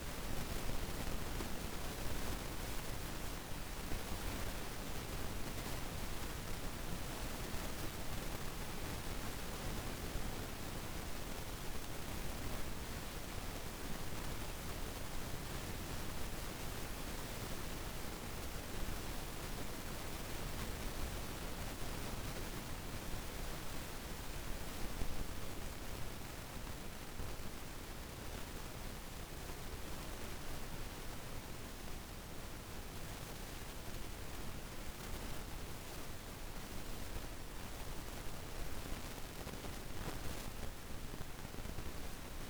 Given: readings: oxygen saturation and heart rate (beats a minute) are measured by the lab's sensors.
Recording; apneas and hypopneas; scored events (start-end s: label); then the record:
breathing in sleep, hard to hear, by a room microphone; 1
15.00-25.50 s: obstructive apnea (oxygen 95% before, 88% lowest, heart rate 55 before, 53 extreme, up 3 after)
27.00-31.00 s: arousal
27.50-42.50 s: oxygen desaturation (device-marked, oxygen 96% before, 88% lowest, heart rate 54 before, 53 extreme)
From the record:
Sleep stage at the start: REM sleep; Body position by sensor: on the back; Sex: female